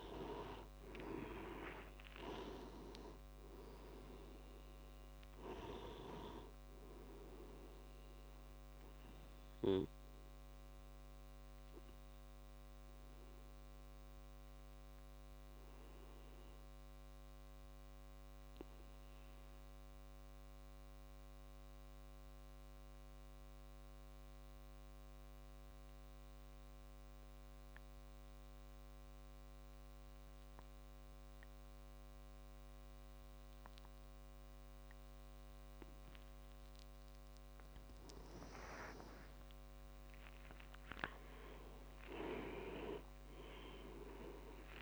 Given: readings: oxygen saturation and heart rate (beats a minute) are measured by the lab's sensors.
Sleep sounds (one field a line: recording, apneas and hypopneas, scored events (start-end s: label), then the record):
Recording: breathing in sleep by a microphone on the trachea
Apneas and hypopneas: 1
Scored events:
0.00-1.00 s: arousal
0.00-23.50 s: oxygen desaturation (device-marked, oxygen 91% lowest)
14.00-37.00 s: obstructive apnea (oxygen 98% before, 89% lowest)
32.50-44.82 s: oxygen desaturation (device-marked, oxygen 98% before, 89% lowest)
38.00-42.00 s: arousal
From the record:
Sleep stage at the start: N2 (light sleep)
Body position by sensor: on the back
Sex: male